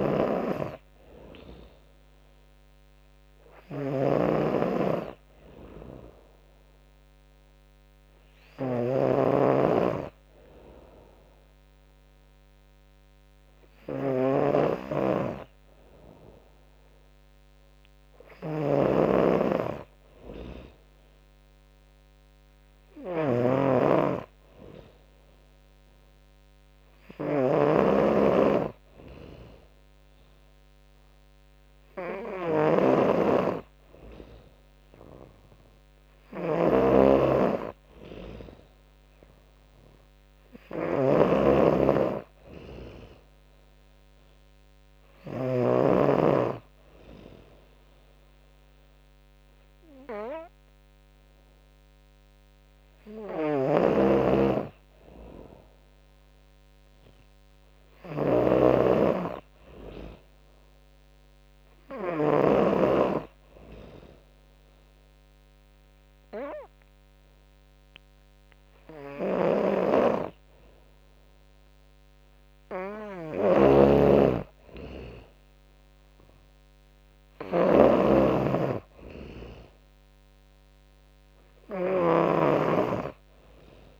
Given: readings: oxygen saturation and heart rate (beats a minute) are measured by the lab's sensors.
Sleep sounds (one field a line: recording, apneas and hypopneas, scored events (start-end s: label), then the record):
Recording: breathing in sleep by a microphone on the trachea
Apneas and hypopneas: none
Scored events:
0.00-45.50 s: snoring (device-marked)
0.00-84.00 s: tachycardia (device-marked, heart rate 179 extreme)
1.00-3.00 s: long interval between heartbeats (device-marked, heart rate 124 before, 150 extreme)
1.50 s: drop in pulse transit time (device-marked)
3.00-5.00 s: long interval between heartbeats (device-marked, heart rate 128 before, 166 extreme)
5.00-7.00 s: long interval between heartbeats (device-marked, heart rate 134 before, 150 extreme)
10.00-12.00 s: long interval between heartbeats (device-marked, heart rate 140 before, 127 extreme)
12.50-14.50 s: long interval between heartbeats (device-marked, heart rate 139 before, 135 extreme)
15.50-17.50 s: long interval between heartbeats (device-marked, heart rate 141 before, 129 extreme)
17.50-19.50 s: long interval between heartbeats (device-marked, heart rate 142 before, 125 extreme)
20.00-22.00 s: long interval between heartbeats (device-marked, heart rate 142 before, 121 extreme)
23.00-25.00 s: long interval between heartbeats (device-marked, heart rate 137 before, 124 extreme)
26.50-28.50 s: long interval between heartbeats (device-marked, heart rate 131 before, 150 extreme)
29.00-31.00 s: long interval between heartbeats (device-marked, heart rate 132 before, 140 extreme)
31.50-33.50 s: long interval between heartbeats (device-marked, heart rate 135 before, 140 extreme)
34.00-36.00 s: long interval between heartbeats (device-marked, heart rate 136 before, 144 extreme)
38.00-40.00 s: long interval between heartbeats (device-marked, heart rate 139 before, 127 extreme)
40.00-42.00 s: long interval between heartbeats (device-marked, heart rate 139 before, 124 extreme)
45.00-47.00 s: long interval between heartbeats (device-marked, heart rate 137 before, 117 extreme)
48.50-50.50 s: long interval between heartbeats (device-marked, heart rate 132 before, 121 extreme)
51.00-53.00 s: long interval between heartbeats (device-marked, heart rate 129 before, 107 extreme)
53.00-62.50 s: snoring (device-marked)
54.50-56.50 s: long interval between heartbeats (device-marked, heart rate 122 before, 129 extreme)
57.50-59.50 s: long interval between heartbeats (device-marked, heart rate 120 before, 130 extreme)
63.00-65.00 s: long interval between heartbeats (device-marked, heart rate 121 before, 128 extreme)
63.50-69.50 s: oxygen desaturation (device-marked, oxygen 95% before, 92% lowest, heart rate 122 before, 105 extreme)
65.50-67.50 s: long interval between heartbeats (device-marked, heart rate 123 before, 140 extreme)
68.50-70.50 s: long interval between heartbeats (device-marked, heart rate 127 before, 147 extreme)
69.00-84.00 s: snoring (device-marked)
70.50-77.50 s: drop in pulse transit time (device-marked, heart rate 130 before, 116 extreme)
71.00-73.00 s: long interval between heartbeats (device-marked, heart rate 130 before, 156 extreme)
77.00-79.00 s: long interval between heartbeats (device-marked, heart rate 138 before, 109 extreme)
79.50-81.50 s: long interval between heartbeats (device-marked, heart rate 135 before, 118 extreme)
81.50-83.50 s: long interval between heartbeats (device-marked, heart rate 135 before, 129 extreme)
From the record:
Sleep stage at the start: N2 (light sleep)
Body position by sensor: on the back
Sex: female